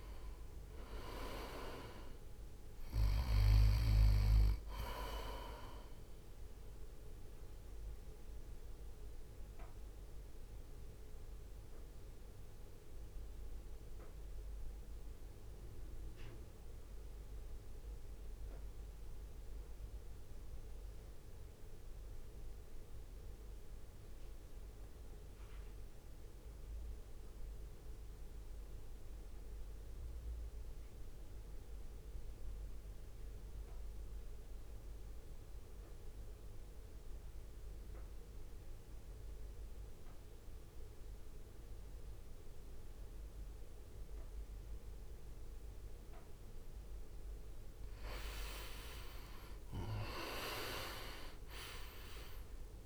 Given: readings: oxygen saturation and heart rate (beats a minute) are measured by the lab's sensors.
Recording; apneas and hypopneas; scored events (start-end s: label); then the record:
breathing in sleep by a room microphone; 1
0.00-13.00 s: drop in pulse transit time (device-marked, heart rate 58 extreme)
0.00-27.00 s: oxygen desaturation (device-marked, oxygen 80% lowest, heart rate 49 extreme)
7.50-45.50 s: mixed apnea (oxygen 98% before, 80% lowest, heart rate 57 before, 56 extreme, up 6 after)
42.00-52.86 s: oxygen desaturation (device-marked, oxygen 99% before, 81% lowest, heart rate 65 before, 55 extreme)
48.00-52.50 s: arousal
51.00-52.86 s: drop in pulse transit time (device-marked, heart rate 61 before, 56 extreme)
From the record:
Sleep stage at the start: REM sleep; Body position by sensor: on the right side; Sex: male